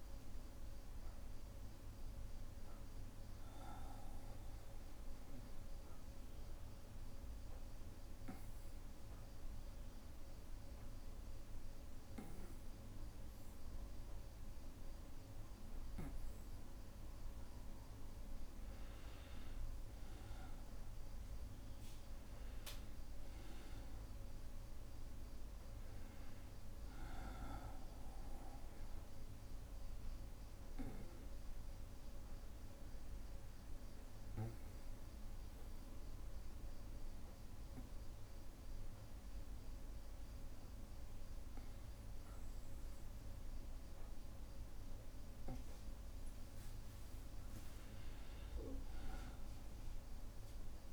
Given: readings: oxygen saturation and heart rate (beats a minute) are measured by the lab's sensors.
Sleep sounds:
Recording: breathing in sleep, hard to hear, by a room microphone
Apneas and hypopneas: 2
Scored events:
0.00-2.50 s: arousal
5.00-18.50 s: obstructive apnea (oxygen 99% before, 93% lowest, heart rate 71 before, 61 extreme, up 2 after)
20.50-24.00 s: arousal
25.00-39.00 s: oxygen desaturation (device-marked, oxygen 98% before, 93% lowest, heart rate 62 before, 62 extreme)
29.50-46.50 s: obstructive apnea (oxygen 99% before, 93% lowest, heart rate 62 before, 62 extreme, up 1 after)
From the record:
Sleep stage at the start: N2 (light sleep)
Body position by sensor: on the back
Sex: male

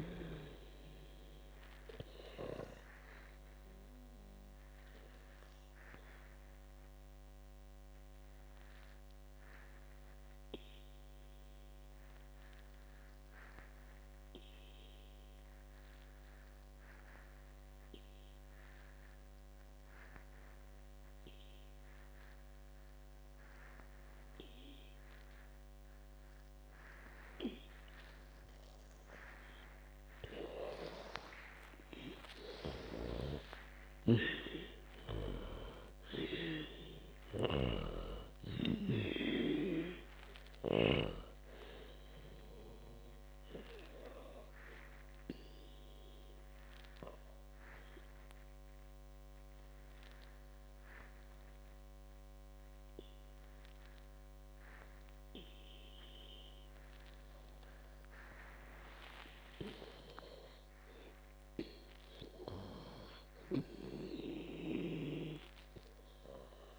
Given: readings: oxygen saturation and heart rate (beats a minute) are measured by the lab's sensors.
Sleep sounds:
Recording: breathing in sleep by a microphone on the trachea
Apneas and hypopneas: 2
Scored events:
0.00-17.50 s: oxygen desaturation (device-marked, oxygen 91% lowest, heart rate 54 extreme)
2.50-31.50 s: obstructive apnea (oxygen 99% before, 91% lowest, heart rate 82 before, 54 extreme, up 24 after)
32.50-37.00 s: arousal
33.50-41.50 s: snoring (device-marked)
33.50-58.50 s: oxygen desaturation (device-marked, oxygen 99% before, 92% lowest, heart rate 58 before, 54 extreme)
43.00-60.50 s: obstructive apnea (oxygen 99% before, 88% lowest, heart rate 67 before, 54 extreme, up 13 after)
61.00-65.00 s: arousal
From the record:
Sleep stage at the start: N2 (light sleep)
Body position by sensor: on the back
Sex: female

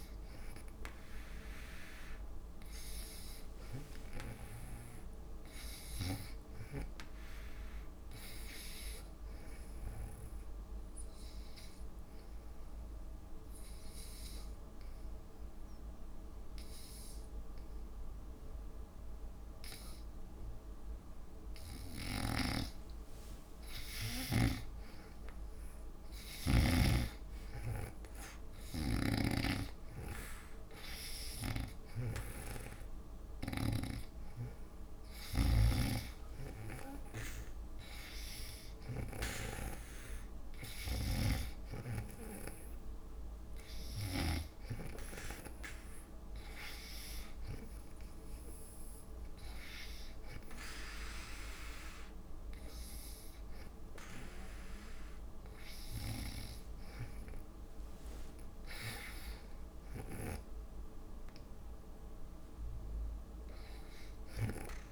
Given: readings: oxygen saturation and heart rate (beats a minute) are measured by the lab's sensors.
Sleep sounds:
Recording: breathing in sleep by a room microphone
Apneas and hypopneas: 1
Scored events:
0.00-7.50 s: oxygen desaturation (device-marked, oxygen 75% lowest)
10.00-23.00 s: obstructive apnea (oxygen 97% before, 84% lowest)
22.50-27.00 s: snoring (device-marked)
23.50-39.50 s: oxygen desaturation (device-marked, oxygen 97% before, 84% lowest)
24.50-27.50 s: arousal
29.00-41.50 s: snoring (device-marked)
59.00-62.50 s: arousal
From the record:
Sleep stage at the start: N2 (light sleep)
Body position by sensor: on the back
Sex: female

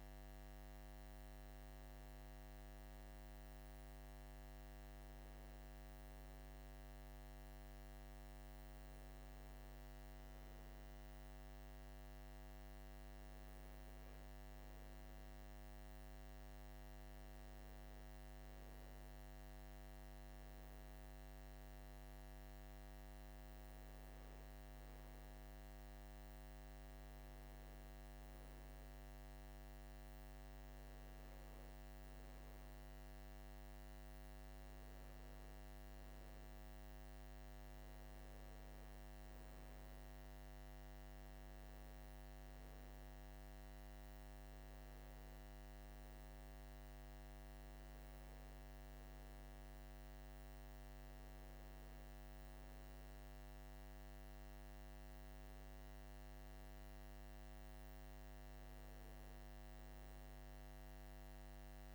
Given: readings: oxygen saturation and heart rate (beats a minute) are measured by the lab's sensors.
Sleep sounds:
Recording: breathing in sleep, hard to hear, by a microphone on the trachea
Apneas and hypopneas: none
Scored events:
none scored
From the record:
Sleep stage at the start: N2 (light sleep)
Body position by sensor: on the right side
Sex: male

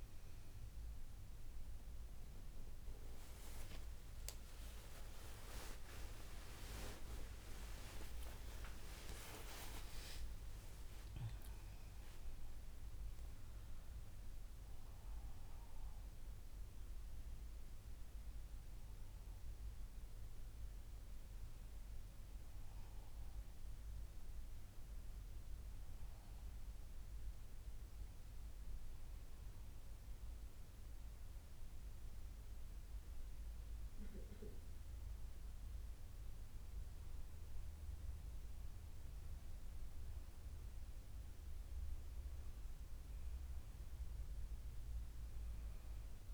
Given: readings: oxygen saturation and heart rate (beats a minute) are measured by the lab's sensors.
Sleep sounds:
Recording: breathing in sleep by a room microphone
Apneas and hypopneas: none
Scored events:
3.50-5.50 s: long interval between heartbeats (device-marked, heart rate 58 before, 69 extreme)
4.50-9.00 s: arousal
5.00-12.00 s: tachycardia (device-marked, heart rate 66 before, 137 extreme)
7.00-9.00 s: long interval between heartbeats (device-marked, heart rate 61 before, 99 extreme)
9.50-11.50 s: long interval between heartbeats (device-marked, heart rate 66 before, 125 extreme)
From the record:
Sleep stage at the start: N2 (light sleep)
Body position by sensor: on the back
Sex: female

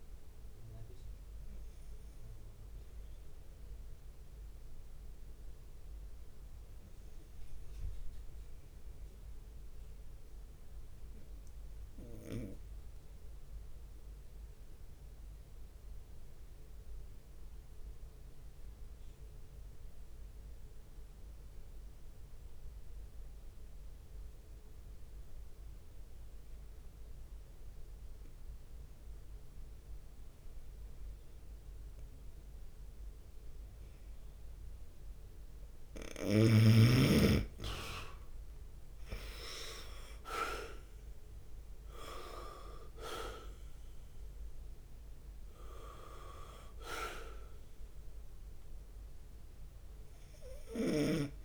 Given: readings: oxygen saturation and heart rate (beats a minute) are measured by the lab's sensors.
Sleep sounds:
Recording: breathing in sleep by a room microphone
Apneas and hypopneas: 1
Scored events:
0.00-13.00 s: oxygen desaturation (device-marked, oxygen 89% lowest, heart rate 60 extreme)
1.50-34.00 s: obstructive apnea (oxygen 96% before, 89% lowest, heart rate 74 before, 60 extreme, up 3 after)
32.00-51.45 s: oxygen desaturation (device-marked, oxygen 98% before, 90% lowest, heart rate 65 before, 63 extreme)
37.50-44.00 s: leg movement (device-marked)
38.00-41.50 s: arousal
38.00-51.45 s: drop in pulse transit time (device-marked, heart rate 66 before, 67 extreme)
45.50-47.00 s: leg movement (device-marked)
From the record:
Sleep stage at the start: N2 (light sleep)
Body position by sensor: on the right side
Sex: male

